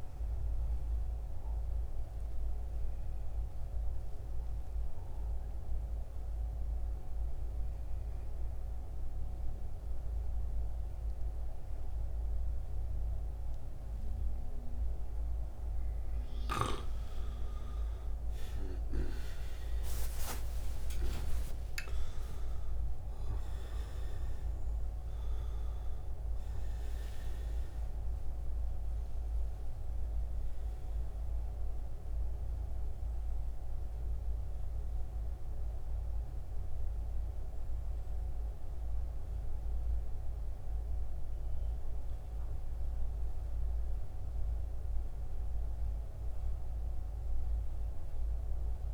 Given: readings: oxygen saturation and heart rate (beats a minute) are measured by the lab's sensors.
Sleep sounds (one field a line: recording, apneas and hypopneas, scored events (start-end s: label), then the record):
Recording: breathing in sleep, hard to hear, by a room microphone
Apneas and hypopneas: 1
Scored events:
0.00-3.00 s: oxygen desaturation (device-marked, oxygen 86% lowest, heart rate 69 extreme)
0.50-15.50 s: obstructive apnea (oxygen 92% before, 82% lowest, heart rate 73 before, 69 extreme, up 10 after)
16.50-20.00 s: arousal
20.00-48.94 s: new sleep stage, N1 (lightest sleep)
29.00-46.00 s: oxygen desaturation (device-marked, oxygen 90% before, 82% lowest, heart rate 75 before, 71 extreme)
From the record:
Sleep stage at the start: N2 (light sleep)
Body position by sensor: on the back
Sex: male